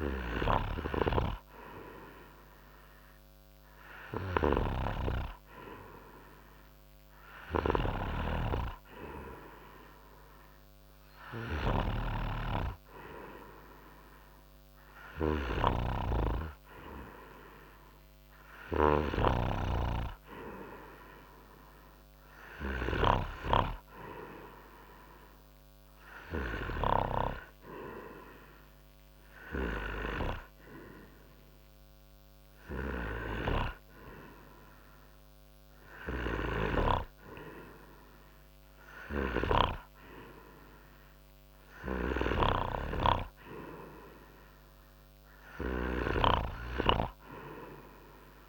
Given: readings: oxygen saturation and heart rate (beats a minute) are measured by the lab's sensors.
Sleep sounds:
breathing in sleep by a microphone on the trachea; none
9.50-48.49 s: new sleep stage, N3 (deep sleep)
From the record:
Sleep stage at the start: N2 (light sleep); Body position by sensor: on the front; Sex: male

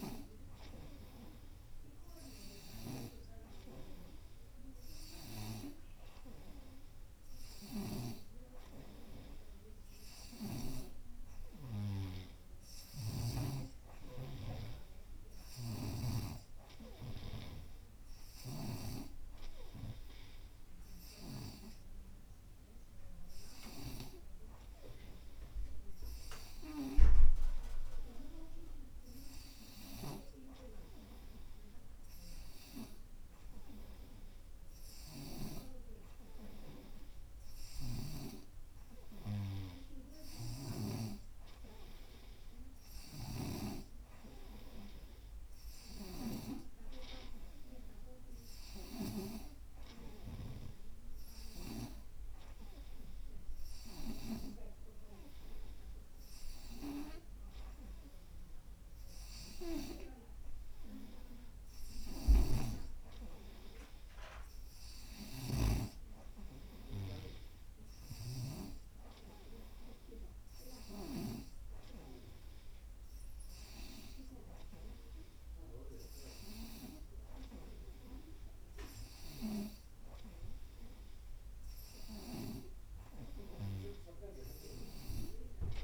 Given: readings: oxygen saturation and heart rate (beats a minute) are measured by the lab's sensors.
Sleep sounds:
breathing in sleep by a room microphone; none
15.50-19.00 s: snoring (device-marked)
37.50-41.00 s: snoring (device-marked)
43.00-50.50 s: snoring (device-marked)
62.00-66.00 s: snoring (device-marked)
68.00-85.00 s: oxygen desaturation (device-marked, oxygen 93% before, 88% lowest, heart rate 88 before, 87 extreme)
From the record:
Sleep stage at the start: N2 (light sleep); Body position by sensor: on the right side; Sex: female

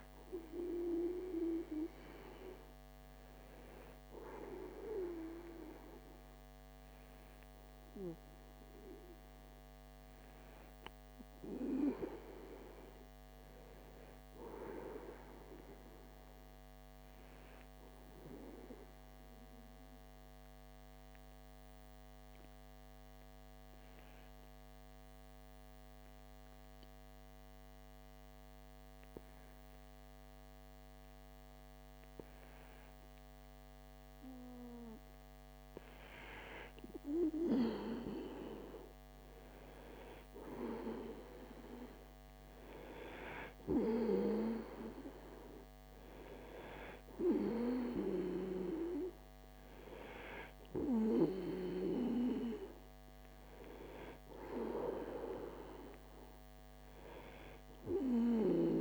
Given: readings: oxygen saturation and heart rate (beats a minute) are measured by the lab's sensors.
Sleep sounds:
breathing in sleep by a microphone on the trachea; 1
17.50-33.50 s: obstructive apnea (oxygen 95% before, 94% lowest)
37.50-41.00 s: arousal
From the record:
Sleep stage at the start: N2 (light sleep); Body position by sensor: on the right side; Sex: male

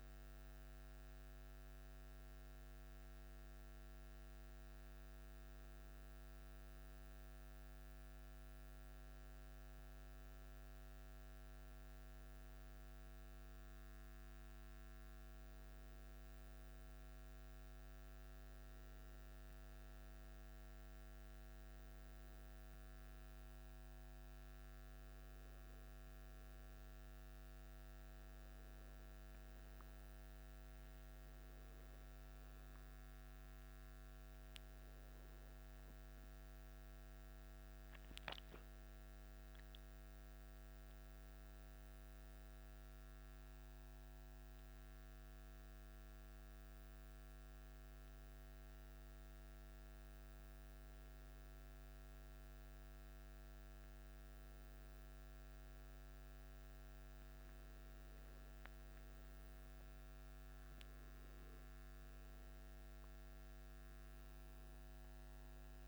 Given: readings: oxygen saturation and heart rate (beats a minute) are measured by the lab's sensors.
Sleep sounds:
a person awake in a sleep study, hard to hear, by a microphone on the trachea; none
none scored
From the record:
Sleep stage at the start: awake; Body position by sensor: on the back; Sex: male

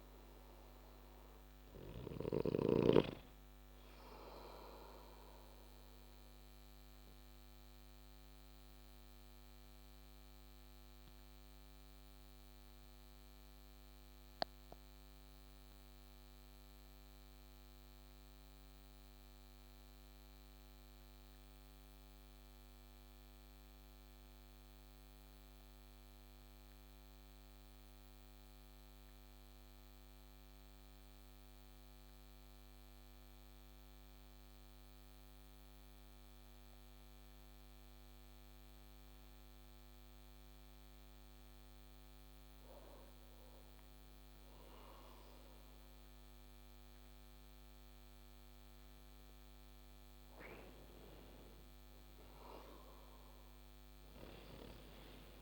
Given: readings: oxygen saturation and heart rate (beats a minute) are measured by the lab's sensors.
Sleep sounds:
breathing in sleep by a microphone on the trachea; 1
7.00-41.50 s: obstructive apnea (oxygen 96% before, 94% lowest)
44.50-47.50 s: arousal
From the record:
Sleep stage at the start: N2 (light sleep); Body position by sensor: on the back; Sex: male

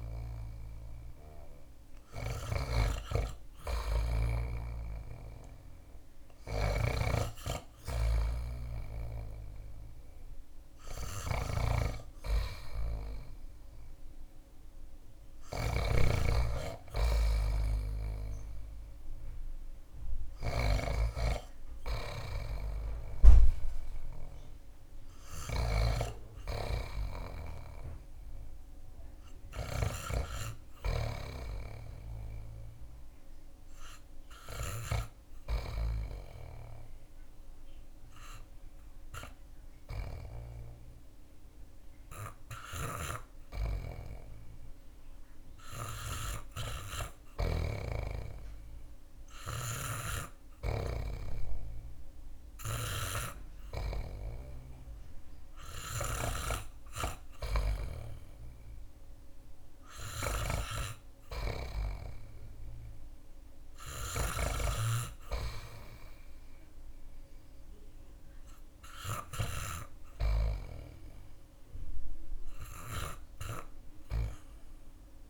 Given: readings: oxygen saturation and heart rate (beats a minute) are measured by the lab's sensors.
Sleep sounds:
breathing in sleep by a room microphone; 1
0.00-8.50 s: oxygen desaturation (device-marked, oxygen 83% lowest)
0.00-29.00 s: snoring (device-marked)
37.00-56.00 s: hypopnea (oxygen 98% before, 92% lowest)
46.50-50.00 s: snoring (device-marked)
58.00-61.50 s: arousal
59.50-64.00 s: snoring (device-marked)
From the record:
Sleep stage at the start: N2 (light sleep); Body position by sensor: on the back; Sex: male

